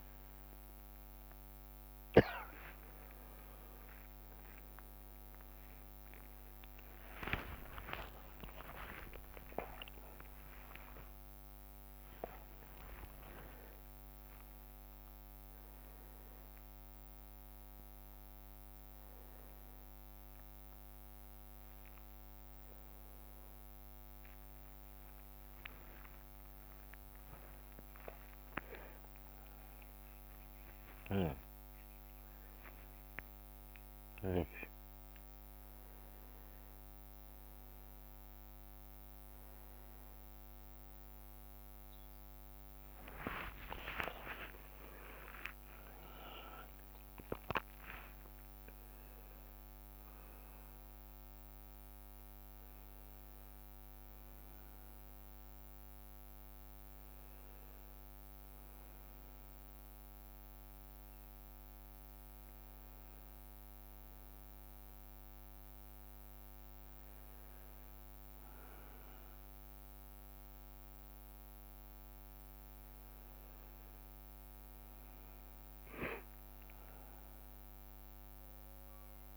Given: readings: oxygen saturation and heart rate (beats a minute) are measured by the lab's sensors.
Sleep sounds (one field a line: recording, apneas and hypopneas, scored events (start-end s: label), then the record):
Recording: a person awake in a sleep study, by a microphone on the trachea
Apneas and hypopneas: none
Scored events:
25.00-29.00 s: leg movement (device-marked)
42.00-49.00 s: leg movement (device-marked)
55.00-79.37 s: new sleep stage, N1 (lightest sleep)
75.00-78.00 s: leg movement (device-marked)
From the record:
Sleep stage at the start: awake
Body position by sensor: on the back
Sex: male